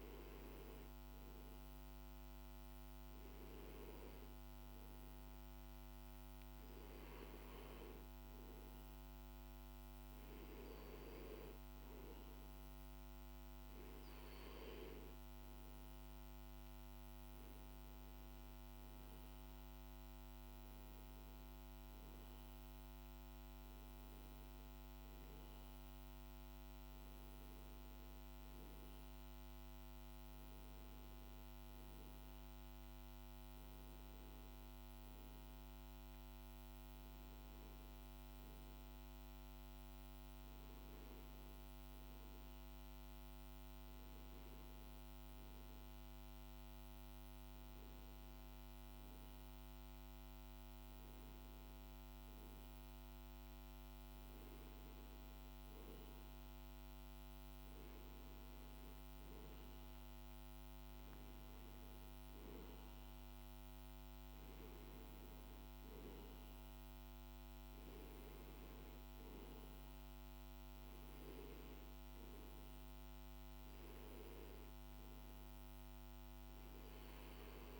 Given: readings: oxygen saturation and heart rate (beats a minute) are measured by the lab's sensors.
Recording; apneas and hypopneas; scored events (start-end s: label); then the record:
breathing in sleep, hard to hear, by a microphone on the trachea; none
none scored
From the record:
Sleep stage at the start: N2 (light sleep); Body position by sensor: on the back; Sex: male